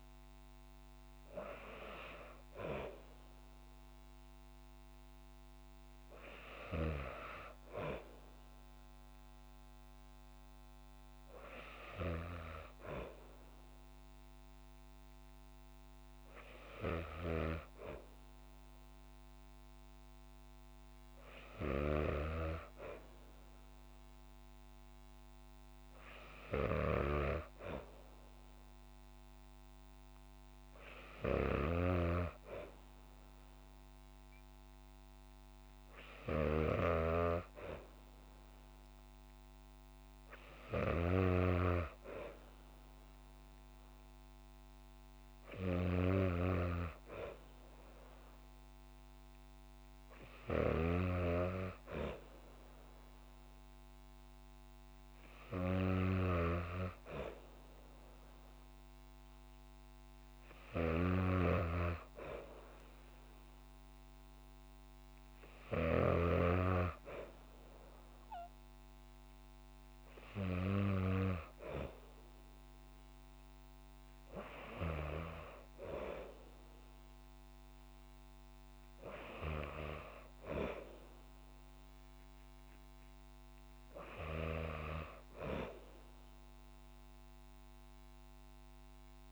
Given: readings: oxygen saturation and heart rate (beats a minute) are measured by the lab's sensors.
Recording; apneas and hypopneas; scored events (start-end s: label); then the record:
breathing in sleep by a microphone on the trachea; none
none scored
From the record:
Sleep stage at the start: N2 (light sleep); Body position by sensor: on the back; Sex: female